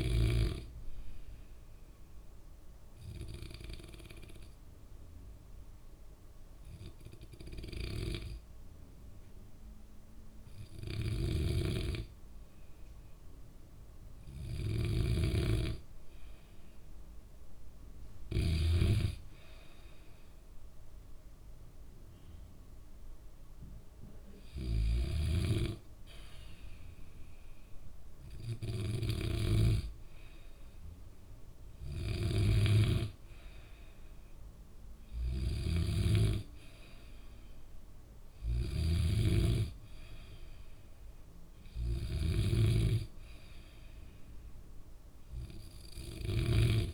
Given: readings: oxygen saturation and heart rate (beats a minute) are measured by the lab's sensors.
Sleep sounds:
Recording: breathing in sleep by a room microphone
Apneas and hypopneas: 1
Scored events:
0.00-4.50 s: oxygen desaturation (device-marked, oxygen 92% lowest, heart rate 62 extreme)
1.00-14.50 s: hypopnea (oxygen 98% before, 93% lowest, heart rate 68 before, 59 extreme, up 3 after)
11.50-19.00 s: snoring (device-marked)
15.50-18.50 s: arousal
19.50-35.50 s: oxygen desaturation (device-marked, oxygen 98% before, 94% lowest, heart rate 67 before, 59 extreme)
25.00-30.00 s: snoring (device-marked)
32.00-46.94 s: snoring (device-marked)
From the record:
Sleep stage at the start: N2 (light sleep)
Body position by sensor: on the back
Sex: male

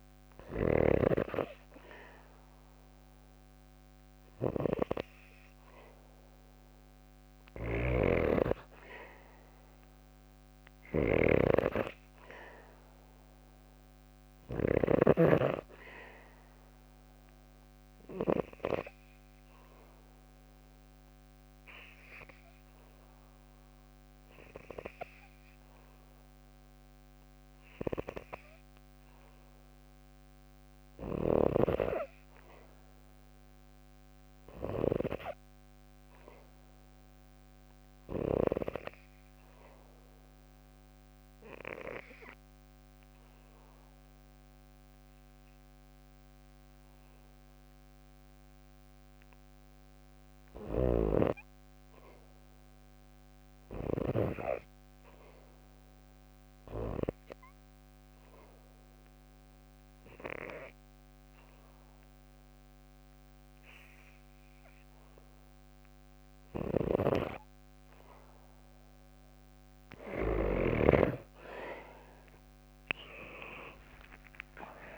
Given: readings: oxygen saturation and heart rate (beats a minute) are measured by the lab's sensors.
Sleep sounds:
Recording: breathing in sleep by a microphone on the trachea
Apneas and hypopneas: 2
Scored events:
1.50-13.50 s: oxygen desaturation (device-marked, oxygen 97% before, 91% lowest, heart rate 59 before, 60 extreme)
6.50-14.00 s: snoring (device-marked)
17.00-29.00 s: obstructive apnea (oxygen 97% before, 83% lowest, heart rate 60 before, 60 extreme, up 0 after)
32.00-35.00 s: arousal
39.50-56.50 s: oxygen desaturation (device-marked, oxygen 95% before, 88% lowest, heart rate 60 before, 60 extreme)
49.50-53.50 s: snoring (device-marked)
56.00-66.00 s: obstructive apnea (oxygen 95% before, 83% lowest, heart rate 60 before, 59 extreme, up 3 after)
64.50-74.50 s: oxygen desaturation (device-marked, oxygen 91% before, 84% lowest, heart rate 61 before, 58 extreme)
65.50-70.00 s: snoring (device-marked)
70.50-74.50 s: arousal
From the record:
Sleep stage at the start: N2 (light sleep)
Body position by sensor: on the back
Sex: female

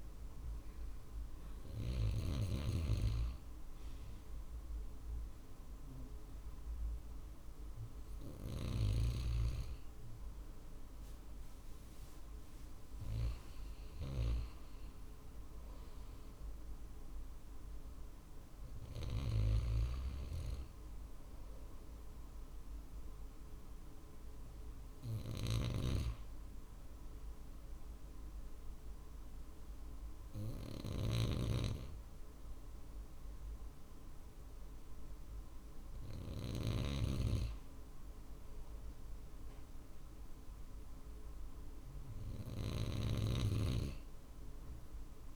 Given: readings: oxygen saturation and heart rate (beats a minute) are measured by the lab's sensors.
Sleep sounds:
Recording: breathing in sleep by a room microphone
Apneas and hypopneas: none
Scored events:
0.00-2.00 s: snoring (device-marked)
17.00-30.00 s: drop in pulse transit time (device-marked, heart rate 51 before, 50 extreme)
18.50-45.36 s: snoring (device-marked)
From the record:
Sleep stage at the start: N2 (light sleep)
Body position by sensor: on the right side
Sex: male

